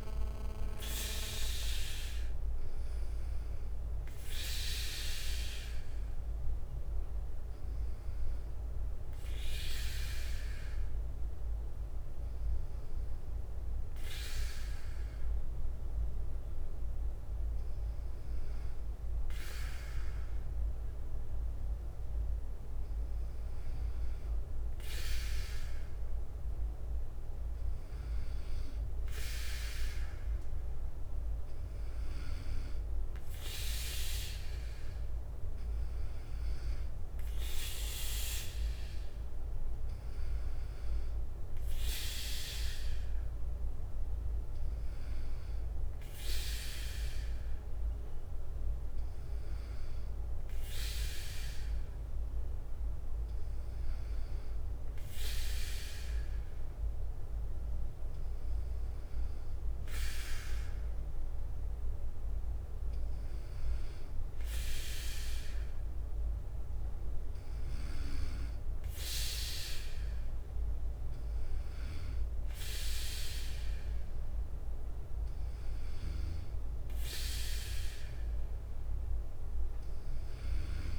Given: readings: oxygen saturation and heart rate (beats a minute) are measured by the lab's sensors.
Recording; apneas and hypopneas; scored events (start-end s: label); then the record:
breathing in sleep by a room microphone; 2
0.00-8.00 s: oxygen desaturation (device-marked, oxygen 92% lowest, heart rate 53 extreme)
3.00-34.00 s: bradycardia (device-marked, heart rate 61 before, 53 extreme)
10.50-28.00 s: hypopnea (oxygen 97% before, 91% lowest, heart rate 59 before, 55 extreme, up 2 after)
32.00-36.00 s: arousal
33.00-54.00 s: oxygen desaturation (device-marked, oxygen 96% before, 91% lowest, heart rate 57 before, 56 extreme)
40.00-56.00 s: bradycardia (device-marked, heart rate 61 before, 56 extreme)
50.50-62.00 s: hypopnea (oxygen 96% before, 92% lowest, heart rate 58 before, 57 extreme, up 5 after)
62.50-66.00 s: arousal
65.00-80.99 s: bradycardia (device-marked, heart rate 61 before, 58 extreme)
From the record:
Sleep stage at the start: N2 (light sleep); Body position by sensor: on the right side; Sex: male